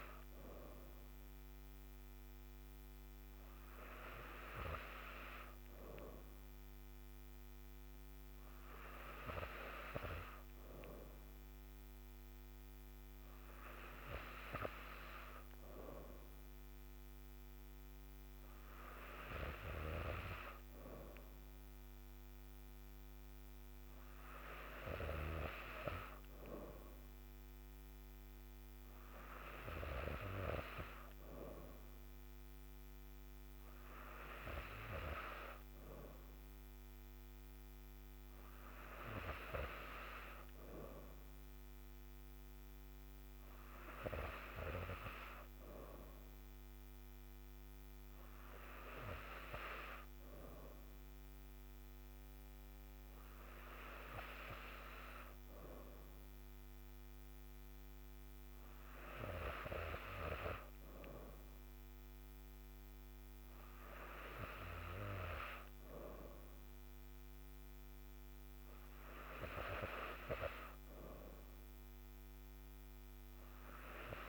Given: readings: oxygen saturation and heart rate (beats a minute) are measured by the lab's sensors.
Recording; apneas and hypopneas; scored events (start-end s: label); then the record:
breathing in sleep by a microphone on the trachea; none
none scored
From the record:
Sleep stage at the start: N3 (deep sleep); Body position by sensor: on the back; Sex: female